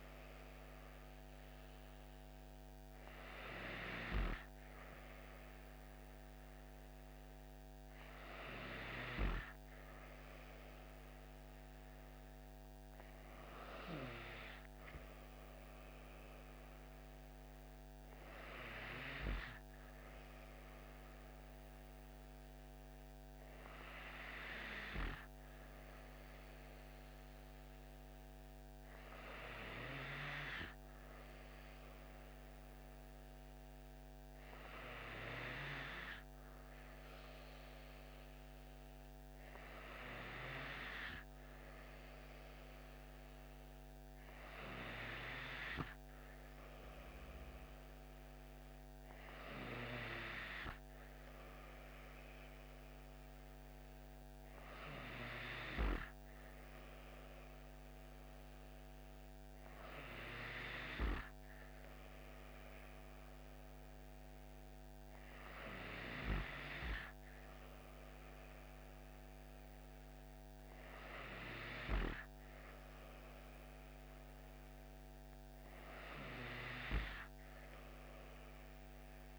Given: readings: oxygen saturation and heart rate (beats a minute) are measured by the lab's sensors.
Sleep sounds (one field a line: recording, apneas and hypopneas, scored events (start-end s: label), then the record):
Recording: breathing in sleep by a microphone on the trachea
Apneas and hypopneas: none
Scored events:
none scored
From the record:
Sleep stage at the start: N3 (deep sleep)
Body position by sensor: on the back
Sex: female